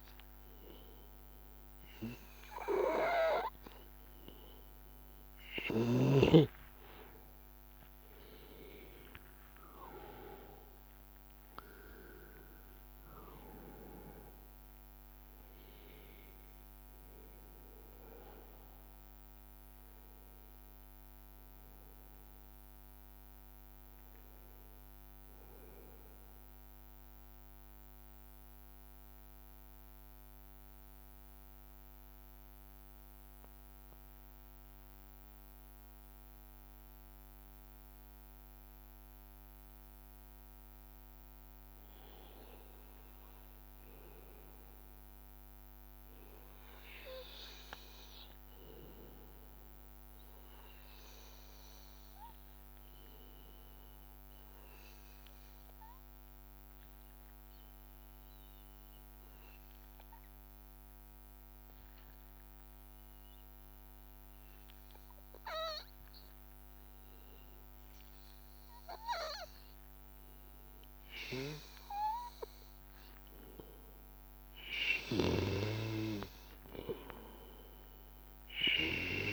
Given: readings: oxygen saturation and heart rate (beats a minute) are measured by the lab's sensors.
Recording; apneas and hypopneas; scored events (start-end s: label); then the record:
breathing in sleep by a microphone on the trachea; 1
17.50-21.50 s: arousal
25.50-58.50 s: mixed apnea (heart rate 86 before, 81 extreme, up 0 after)
77.00-79.33 s: new sleep stage, awake
From the record:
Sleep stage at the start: N2 (light sleep); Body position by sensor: on the back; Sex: male